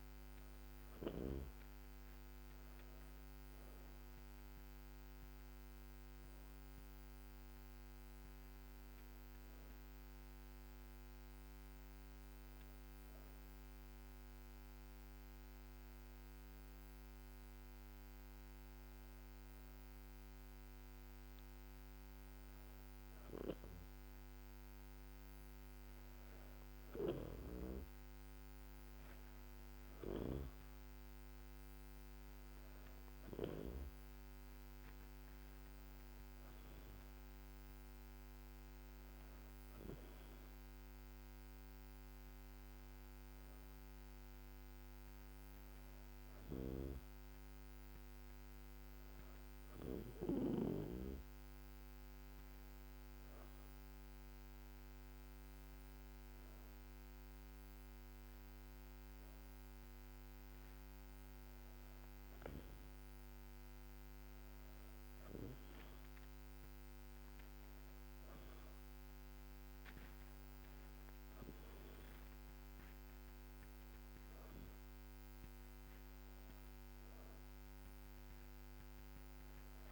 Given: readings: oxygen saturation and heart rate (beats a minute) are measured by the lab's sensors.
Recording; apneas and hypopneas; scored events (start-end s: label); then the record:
breathing in sleep by a microphone on the trachea; 1
12.50-22.50 s: hypopnea (oxygen 98% before, 95% lowest, heart rate 75 before, 71 extreme, up 4 after)
25.00-28.50 s: arousal
73.00-77.50 s: arousal
From the record:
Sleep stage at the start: N2 (light sleep); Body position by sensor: on the back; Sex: female